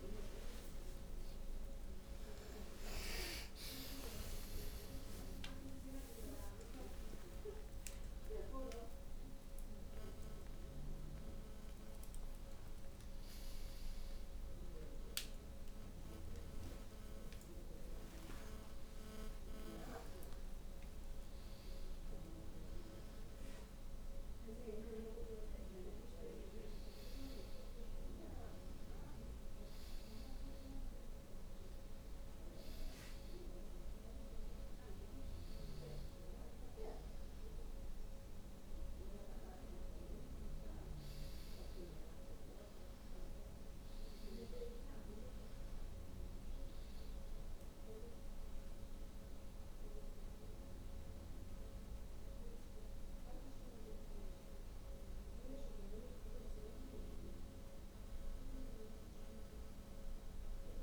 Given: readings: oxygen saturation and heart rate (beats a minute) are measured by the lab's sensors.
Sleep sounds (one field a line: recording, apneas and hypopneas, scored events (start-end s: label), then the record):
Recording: a person awake in a sleep study, by a room microphone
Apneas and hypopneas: none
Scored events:
3.50-60.83 s: new sleep stage, awake
From the record:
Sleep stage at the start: N2 (light sleep)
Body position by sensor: on the back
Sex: female